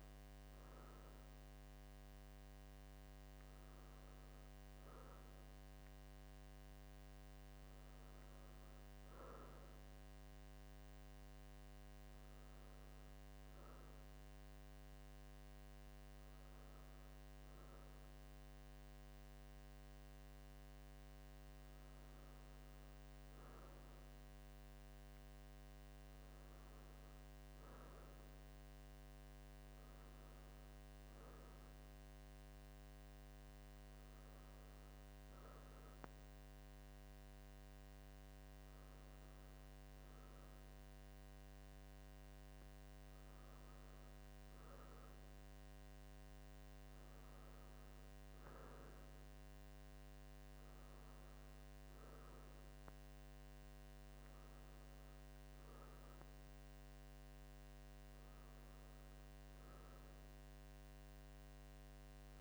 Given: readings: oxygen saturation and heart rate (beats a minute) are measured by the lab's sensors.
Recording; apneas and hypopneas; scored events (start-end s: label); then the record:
breathing in sleep, hard to hear, by a microphone on the trachea; none
none scored
From the record:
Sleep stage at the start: N2 (light sleep); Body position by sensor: on the left side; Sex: male